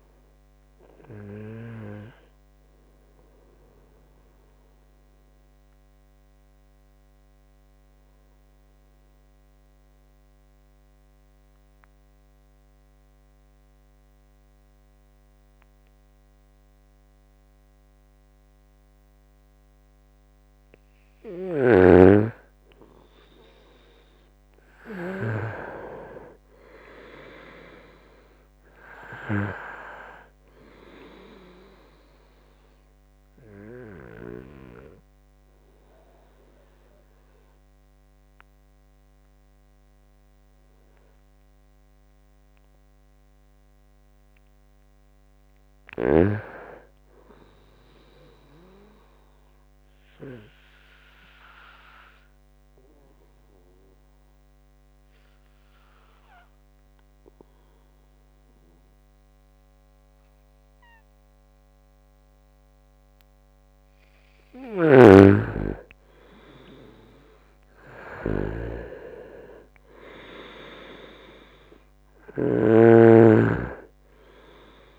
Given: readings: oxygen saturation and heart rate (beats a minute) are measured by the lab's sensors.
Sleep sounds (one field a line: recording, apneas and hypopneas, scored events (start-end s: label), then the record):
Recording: breathing in sleep by a microphone on the trachea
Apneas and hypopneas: 3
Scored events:
0.00-12.00 s: oxygen desaturation (device-marked, oxygen 90% lowest, heart rate 65 extreme)
1.50-19.50 s: obstructive apnea (oxygen 97% before, 90% lowest, heart rate 72 before, 67 extreme, up 4 after)
21.00-25.50 s: arousal
26.00-48.00 s: oxygen desaturation (device-marked, oxygen 98% before, 90% lowest, heart rate 70 before, 66 extreme)
34.00-44.50 s: obstructive apnea (oxygen 99% before, 89% lowest, heart rate 72 before, 66 extreme, up 4 after)
47.50-50.00 s: arousal
52.00-64.00 s: obstructive apnea (oxygen 98% before, 89% lowest, heart rate 73 before, 66 extreme, up 7 after)
64.50-72.50 s: snoring (device-marked)
66.00-70.00 s: arousal
71.00-74.99 s: oxygen desaturation (device-marked, oxygen 96% before, 89% lowest, heart rate 69 before, 68 extreme)
From the record:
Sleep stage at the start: N2 (light sleep)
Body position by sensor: on the right side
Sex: male